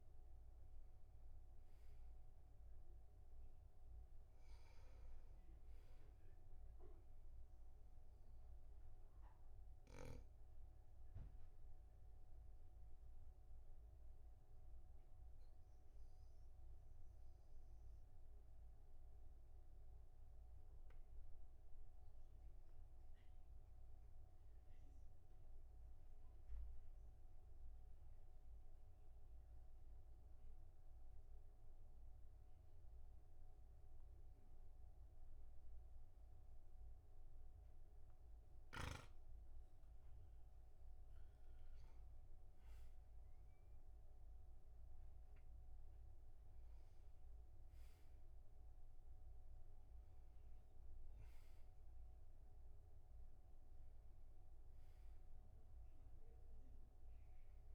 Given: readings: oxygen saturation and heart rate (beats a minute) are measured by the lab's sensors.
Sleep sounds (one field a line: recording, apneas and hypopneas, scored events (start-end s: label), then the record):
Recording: breathing in sleep, hard to hear, by a room microphone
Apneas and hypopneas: 1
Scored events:
13.00-39.50 s: obstructive apnea (oxygen 99% before, 95% lowest, heart rate 53 before, 38 extreme, up 12 after)
42.00-46.00 s: arousal
From the record:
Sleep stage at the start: N2 (light sleep)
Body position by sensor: on the back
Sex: male